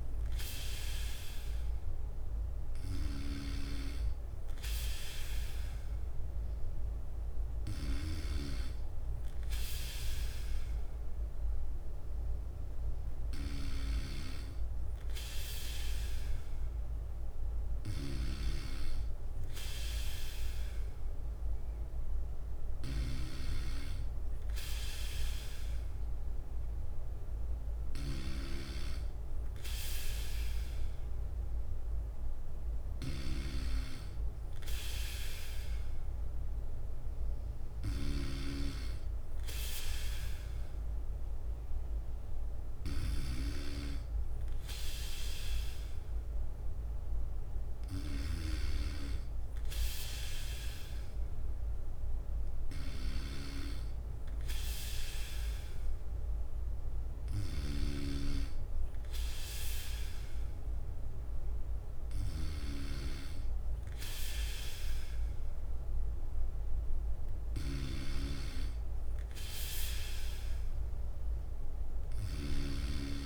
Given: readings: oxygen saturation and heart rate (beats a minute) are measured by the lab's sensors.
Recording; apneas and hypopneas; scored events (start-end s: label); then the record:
breathing in sleep by a room microphone; none
0.00-1.00 s: bradycardia (device-marked, heart rate 57 extreme)
3.00-13.00 s: bradycardia (device-marked, heart rate 59 before, 58 extreme)
58.00-60.00 s: bradycardia (device-marked, heart rate 59 before, 61 extreme)
61.00-63.00 s: bradycardia (device-marked, heart rate 59 before, 59 extreme)
From the record:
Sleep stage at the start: N3 (deep sleep); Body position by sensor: on the back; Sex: male